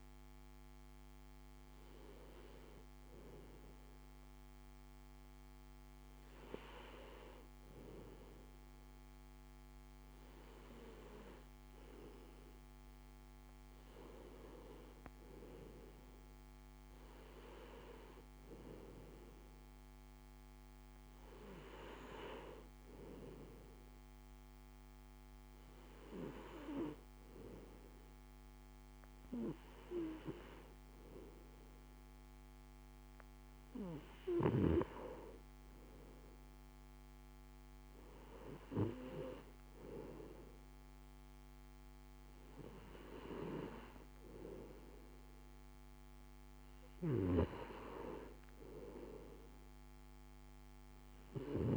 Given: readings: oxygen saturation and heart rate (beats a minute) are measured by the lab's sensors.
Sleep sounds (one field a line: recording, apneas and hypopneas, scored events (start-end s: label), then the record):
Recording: breathing in sleep by a microphone on the trachea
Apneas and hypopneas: none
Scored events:
none scored
From the record:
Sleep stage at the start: N2 (light sleep)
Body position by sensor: on the right side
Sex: male